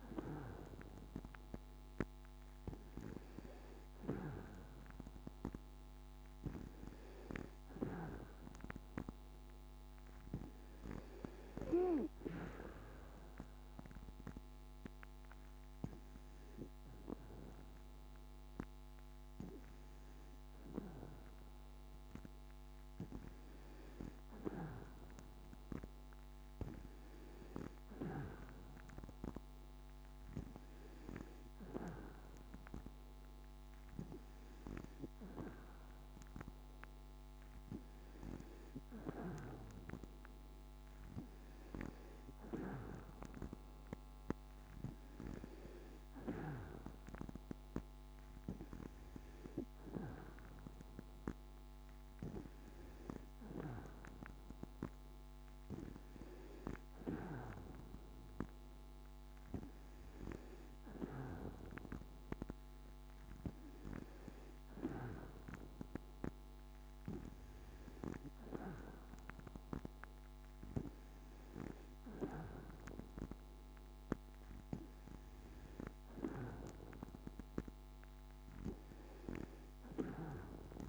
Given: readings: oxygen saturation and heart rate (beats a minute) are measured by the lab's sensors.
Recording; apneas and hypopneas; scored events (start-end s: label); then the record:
breathing in sleep by a microphone on the trachea; none
none scored
From the record:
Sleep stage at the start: N2 (light sleep); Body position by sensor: on the back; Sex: female